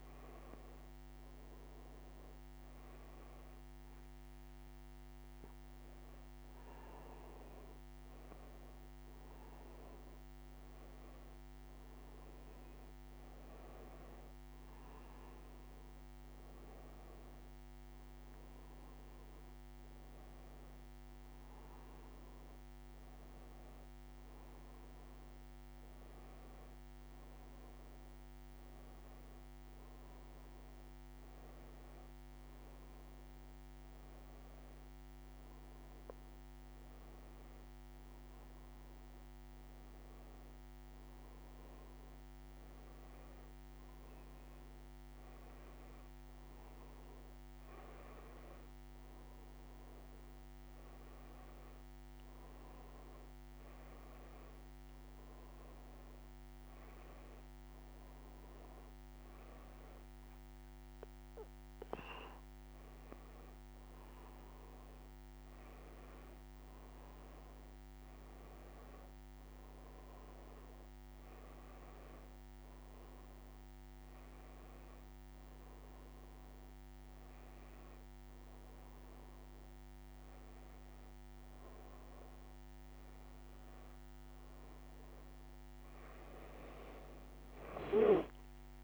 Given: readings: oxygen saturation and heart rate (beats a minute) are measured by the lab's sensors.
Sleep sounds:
breathing in sleep, hard to hear, by a microphone on the trachea; none
86.50-88.83 s: arousal
From the record:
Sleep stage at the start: N2 (light sleep); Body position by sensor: on the back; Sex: female

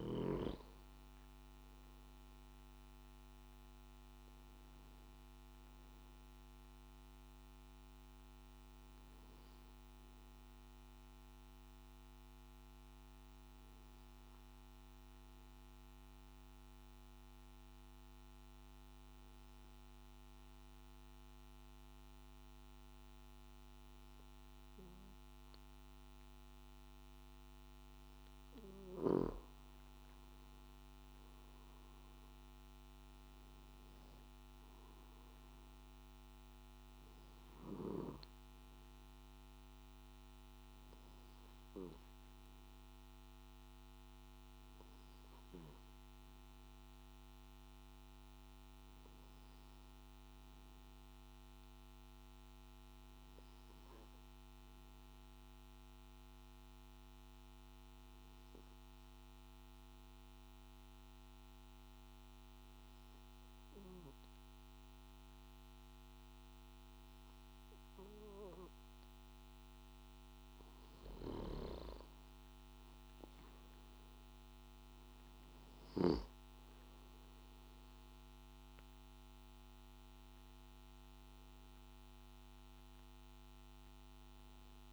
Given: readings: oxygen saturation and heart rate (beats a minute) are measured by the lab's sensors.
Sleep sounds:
breathing in sleep by a microphone on the trachea; 2
13.50-28.50 s: obstructive apnea (oxygen 96% before, 93% lowest, heart rate 55 before, 51 extreme, up 6 after)
56.00-70.00 s: obstructive apnea (oxygen 97% before, 92% lowest, heart rate 53 before, 52 extreme, up 9 after)
76.50-84.93 s: oxygen desaturation (device-marked, oxygen 97% before, 93% lowest, heart rate 54 before, 52 extreme)
From the record:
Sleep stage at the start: N1 (lightest sleep); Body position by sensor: on the back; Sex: male

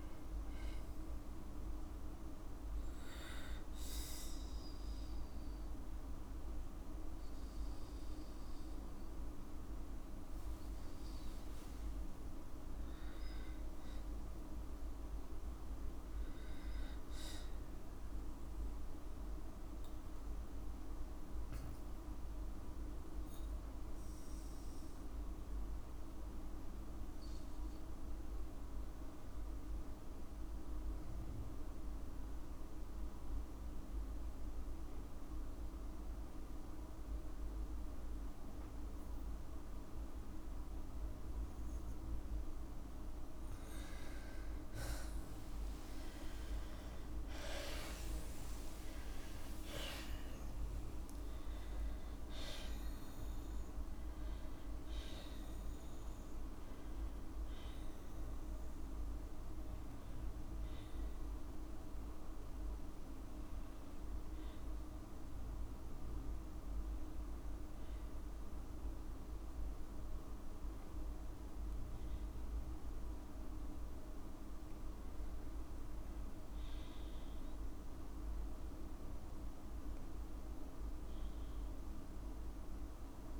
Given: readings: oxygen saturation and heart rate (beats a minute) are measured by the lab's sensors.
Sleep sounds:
breathing in sleep, hard to hear, by a room microphone; 1
17.00-41.00 s: oxygen desaturation (device-marked, oxygen 98% before, 93% lowest, heart rate 56 before, 53 extreme)
28.00-41.50 s: obstructive apnea (oxygen 98% before, 92% lowest, heart rate 55 before, 53 extreme, up 57 after)
43.00-49.00 s: tachycardia (device-marked, heart rate 57 before, 110 extreme)
45.00-49.00 s: arousal
45.50-47.50 s: long interval between heartbeats (device-marked, heart rate 54 before, 81 extreme)
From the record:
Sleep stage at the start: N2 (light sleep); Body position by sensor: on the back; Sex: female

